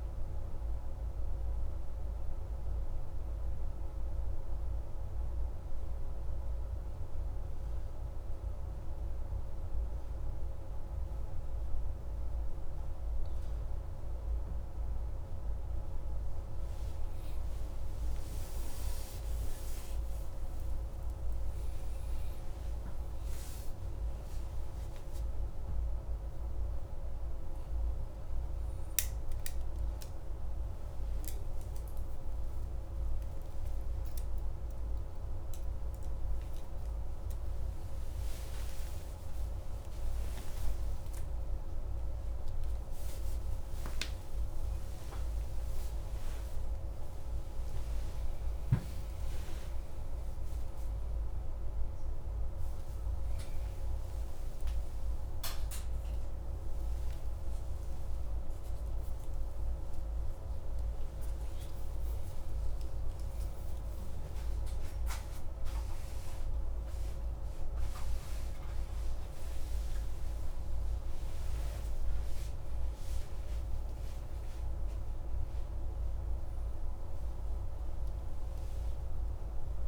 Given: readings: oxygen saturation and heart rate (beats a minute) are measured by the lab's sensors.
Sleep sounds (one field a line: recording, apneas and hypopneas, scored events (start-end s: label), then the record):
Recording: a person awake in a sleep study, hard to hear, by a room microphone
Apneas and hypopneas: 1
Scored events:
1.00-12.50 s: mixed apnea (oxygen 99% before, 95% lowest, heart rate 44 before, 34 extreme, up 13 after)
11.50-79.88 s: new sleep stage, awake
From the record:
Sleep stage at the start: N1 (lightest sleep)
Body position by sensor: on the back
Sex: male